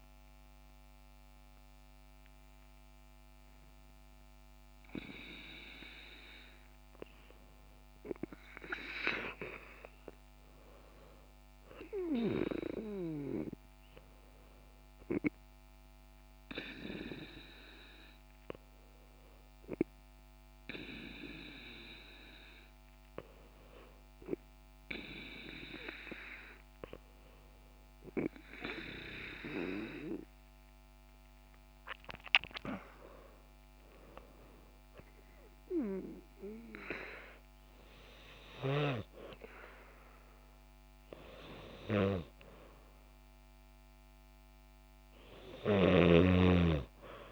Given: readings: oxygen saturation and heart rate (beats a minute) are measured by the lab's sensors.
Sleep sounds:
breathing in sleep by a microphone on the trachea; none
46.00-47.32 s: snoring (device-marked)
From the record:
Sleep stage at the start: N2 (light sleep); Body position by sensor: on the back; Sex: female

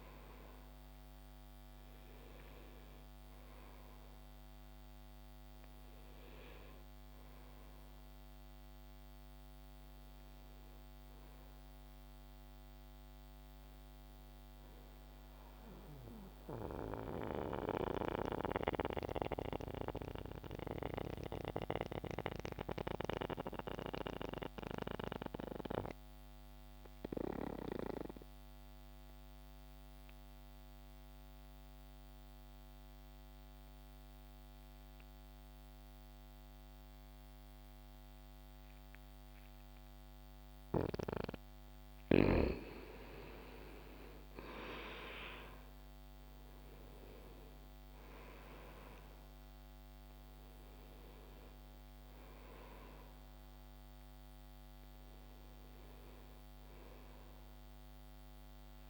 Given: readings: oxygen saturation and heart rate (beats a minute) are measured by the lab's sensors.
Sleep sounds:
breathing in sleep by a microphone on the trachea; 1
0.00-11.50 s: oxygen desaturation (device-marked, oxygen 87% lowest)
13.50-23.50 s: oxygen desaturation (device-marked, oxygen 91% before, 85% lowest)
15.50-41.00 s: mixed apnea (oxygen 97% before, 83% lowest)
39.50-58.90 s: oxygen desaturation (device-marked, oxygen 99% before, 83% lowest)
43.50-48.00 s: arousal
From the record:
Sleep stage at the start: N2 (light sleep); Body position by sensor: on the back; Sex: male

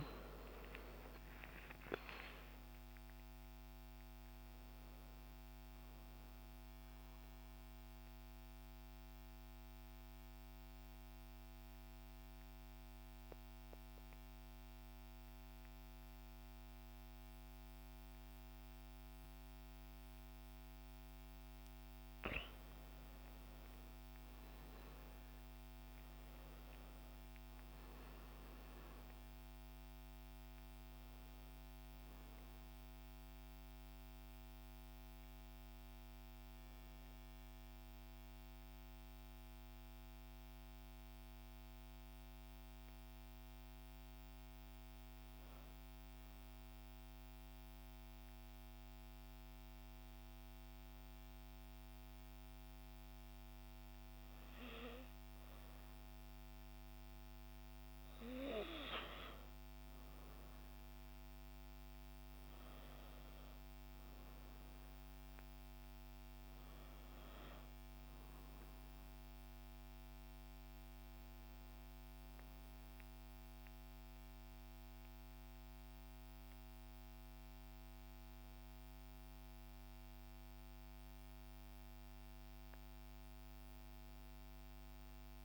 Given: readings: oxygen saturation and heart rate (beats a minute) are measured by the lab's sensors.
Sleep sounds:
a person partly awake in a sleep study, hard to hear, by a microphone on the trachea; 2
3.00-85.45 s: new sleep stage, N2 (light sleep)
7.00-22.00 s: mixed apnea (oxygen 94% before, 89% lowest, heart rate 128 before, 52 extreme, up 11 after)
23.50-27.00 s: arousal
29.00-55.00 s: oxygen desaturation (device-marked, oxygen 99% before, 89% lowest, heart rate 58 before, 52 extreme)
38.50-58.50 s: hypopnea (oxygen 99% before, 89% lowest, heart rate 57 before, 52 extreme, up 4 after)
60.00-63.50 s: arousal
69.00-85.45 s: oxygen desaturation (device-marked, oxygen 98% before, 91% lowest, heart rate 54 before, 51 extreme)
From the record:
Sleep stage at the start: awake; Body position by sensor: on the back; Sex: female

